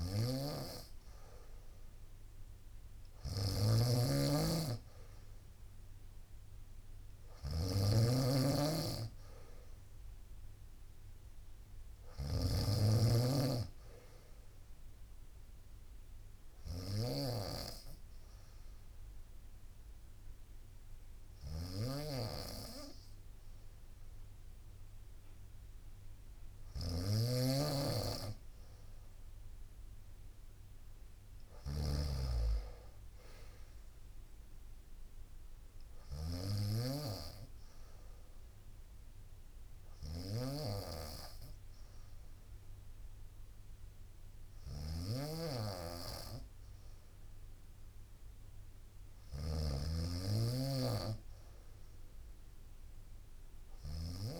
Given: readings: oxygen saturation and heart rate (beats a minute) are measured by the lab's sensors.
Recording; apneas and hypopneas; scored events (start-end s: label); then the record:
breathing in sleep by a room microphone; 1
0.00-1.50 s: arousal
0.00-54.40 s: snoring (device-marked)
0.50-24.50 s: oxygen desaturation (device-marked, oxygen 97% before, 92% lowest, heart rate 60 before, 60 extreme)
15.00-28.00 s: hypopnea (oxygen 99% before, 92% lowest, heart rate 61 before, 60 extreme)
30.50-34.00 s: arousal
From the record:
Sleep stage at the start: N2 (light sleep); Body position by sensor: on the right side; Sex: female